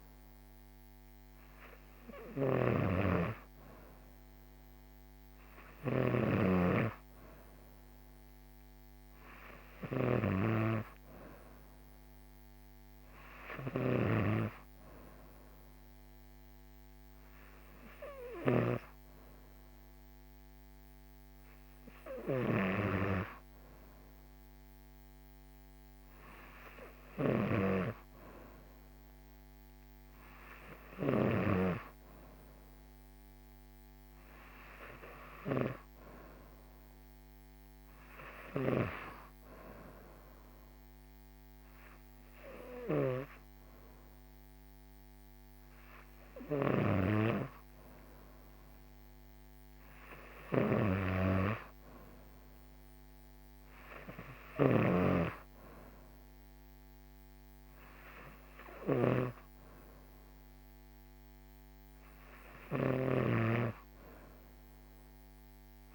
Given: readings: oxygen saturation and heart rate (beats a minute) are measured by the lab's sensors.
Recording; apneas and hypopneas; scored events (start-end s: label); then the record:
breathing in sleep by a microphone on the trachea; none
0.00-14.00 s: snoring (device-marked)
27.00-31.50 s: snoring (device-marked)
46.50-55.00 s: snoring (device-marked)
63.00-65.95 s: snoring (device-marked)
From the record:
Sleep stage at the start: N2 (light sleep); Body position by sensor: on the right side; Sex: female